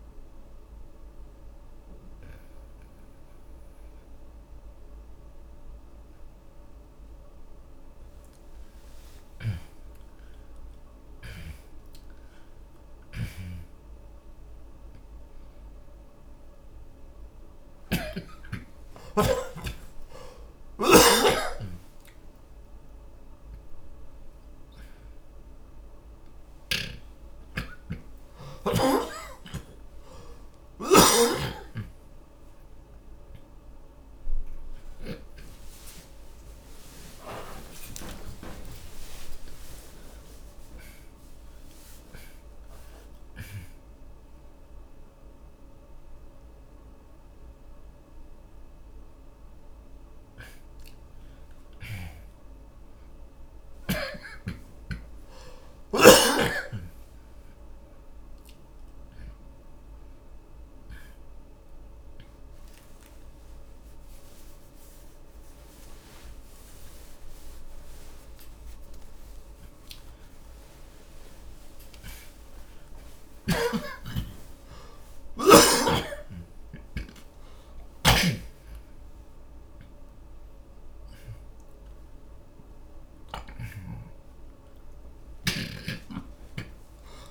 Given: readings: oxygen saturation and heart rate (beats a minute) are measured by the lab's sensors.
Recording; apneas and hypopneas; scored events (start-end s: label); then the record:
a person awake in a sleep study, by a room microphone; none
17.50-31.50 s: oxygen desaturation (device-marked, oxygen 96% before, 84% lowest)
18.00-35.50 s: snoring (device-marked)
54.50-59.50 s: oxygen desaturation (device-marked, oxygen 97% before, 92% lowest)
From the record:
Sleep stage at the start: awake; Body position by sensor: on the back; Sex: male